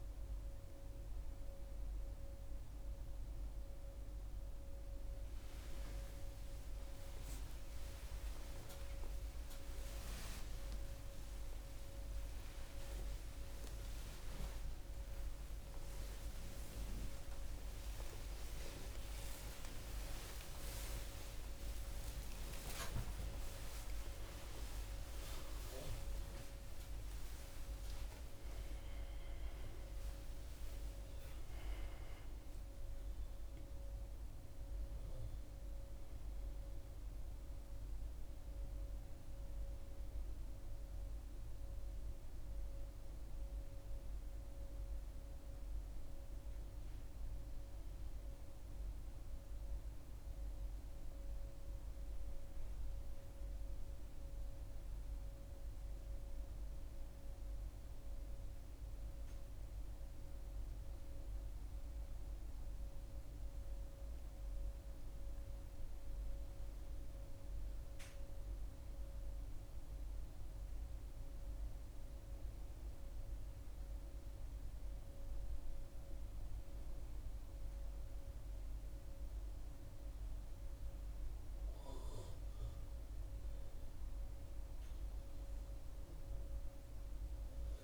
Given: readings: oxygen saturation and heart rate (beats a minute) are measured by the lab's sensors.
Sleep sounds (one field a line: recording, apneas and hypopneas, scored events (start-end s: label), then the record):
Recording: a person partly awake in a sleep study, by a room microphone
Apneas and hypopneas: none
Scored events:
37.50-87.84 s: new sleep stage, N1 (lightest sleep)
From the record:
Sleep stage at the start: awake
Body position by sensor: on the back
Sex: female